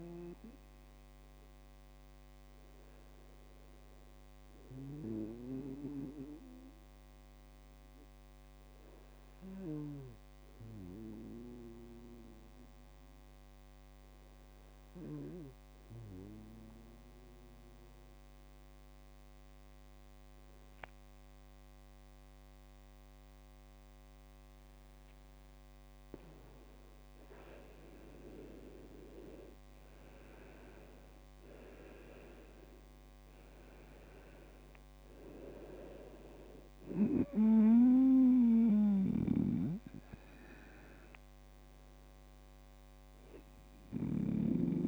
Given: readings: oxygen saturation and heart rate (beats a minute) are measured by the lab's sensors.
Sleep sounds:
breathing in sleep by a microphone on the trachea; 1
0.00-2.50 s: oxygen desaturation (device-marked, oxygen 95% lowest, heart rate 58 extreme)
6.00-25.50 s: obstructive apnea (oxygen 99% before, 95% lowest, heart rate 60 before, 58 extreme, up 11 after)
28.50-33.00 s: arousal
39.50-44.50 s: snoring (device-marked)
From the record:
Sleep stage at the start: N2 (light sleep); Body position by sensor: on the right side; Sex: male

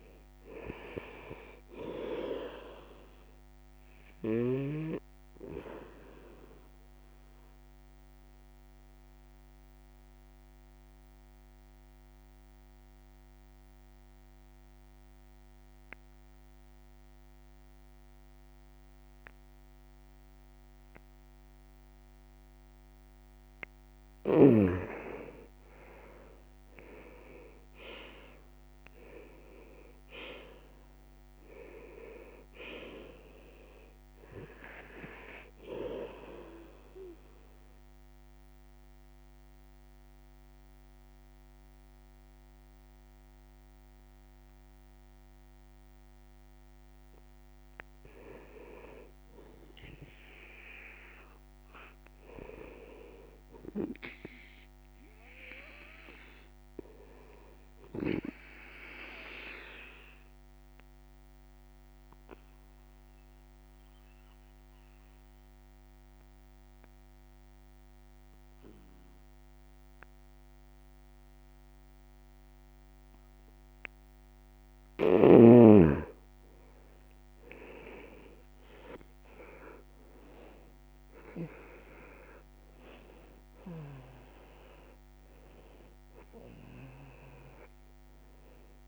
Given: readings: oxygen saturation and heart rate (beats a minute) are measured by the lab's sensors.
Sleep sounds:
breathing in sleep by a microphone on the trachea; 3
0.00-5.50 s: oxygen desaturation (device-marked, oxygen 90% lowest, heart rate 64 extreme)
4.50-23.50 s: mixed apnea (oxygen 95% before, 86% lowest, heart rate 68 before, 62 extreme, up 5 after)
13.50-27.50 s: oxygen desaturation (device-marked, oxygen 98% before, 89% lowest, heart rate 69 before, 62 extreme)
26.00-30.00 s: arousal
37.00-48.00 s: central apnea (oxygen 98% before, 86% lowest, heart rate 67 before, 62 extreme, up 9 after)
39.50-58.50 s: oxygen desaturation (device-marked, oxygen 98% before, 86% lowest, heart rate 68 before, 62 extreme)
49.50-53.50 s: arousal
58.50-74.50 s: obstructive apnea (oxygen 98% before, 87% lowest, heart rate 67 before, 65 extreme, up 16 after)
76.50-80.00 s: arousal
83.50-88.88 s: oxygen desaturation (device-marked, oxygen 97% before, 87% lowest, heart rate 71 before, 66 extreme)
From the record:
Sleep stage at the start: N2 (light sleep); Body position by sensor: on the back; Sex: male

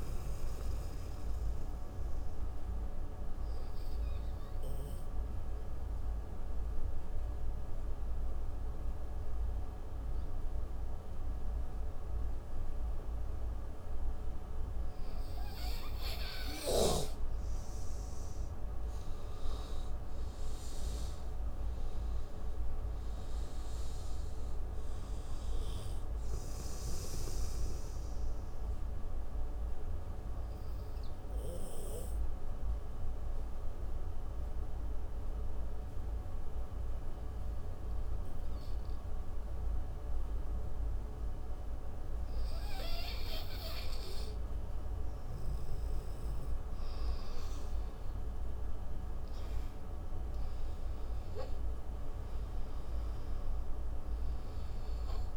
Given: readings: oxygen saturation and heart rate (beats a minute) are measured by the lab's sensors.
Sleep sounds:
breathing in sleep, hard to hear, by a room microphone; 2
0.00-17.50 s: oxygen desaturation (device-marked, oxygen 87% lowest)
0.50-16.50 s: central apnea (oxygen 97% before, 87% lowest)
20.00-23.00 s: arousal
26.50-37.50 s: oxygen desaturation (device-marked, oxygen 97% before, 89% lowest)
27.50-46.00 s: mixed apnea (oxygen 97% before, 88% lowest)
46.50-55.37 s: oxygen desaturation (device-marked, oxygen 97% before, 88% lowest)
48.50-52.00 s: arousal
From the record:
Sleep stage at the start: N2 (light sleep); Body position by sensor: on the right side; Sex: male

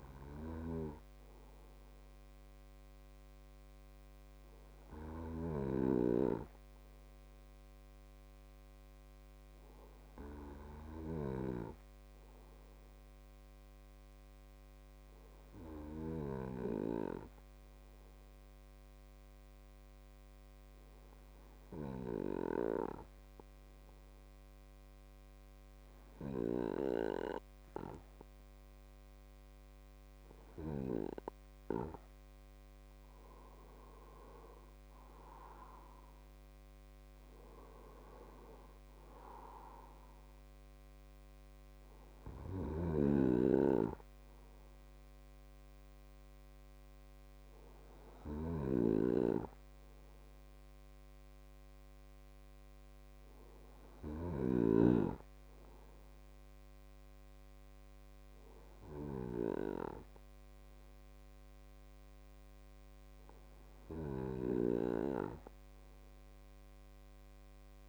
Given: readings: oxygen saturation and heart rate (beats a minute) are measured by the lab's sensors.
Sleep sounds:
breathing in sleep by a microphone on the trachea; 1
18.50-31.50 s: hypopnea (oxygen 98% before, 95% lowest, heart rate 103 before, 87 extreme, up 10 after)
33.50-36.50 s: arousal
43.00-55.00 s: snoring (device-marked)
From the record:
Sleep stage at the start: N2 (light sleep); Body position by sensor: on the right side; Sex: male

